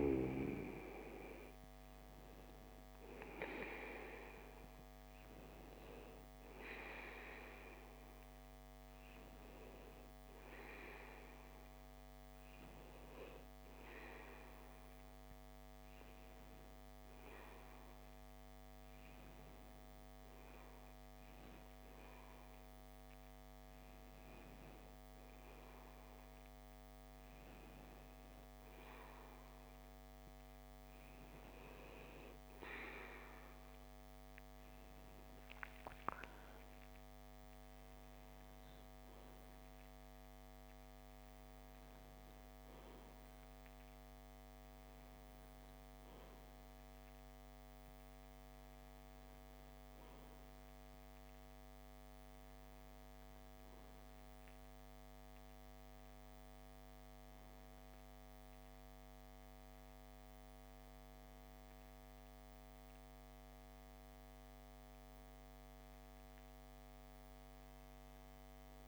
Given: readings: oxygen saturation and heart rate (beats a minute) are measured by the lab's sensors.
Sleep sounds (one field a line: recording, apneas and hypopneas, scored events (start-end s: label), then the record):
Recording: breathing in sleep by a microphone on the trachea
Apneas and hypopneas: 1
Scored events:
14.50-35.00 s: hypopnea (oxygen 95% before, 94% lowest)
37.00-40.50 s: arousal
From the record:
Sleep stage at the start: N2 (light sleep)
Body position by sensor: on the left side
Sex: male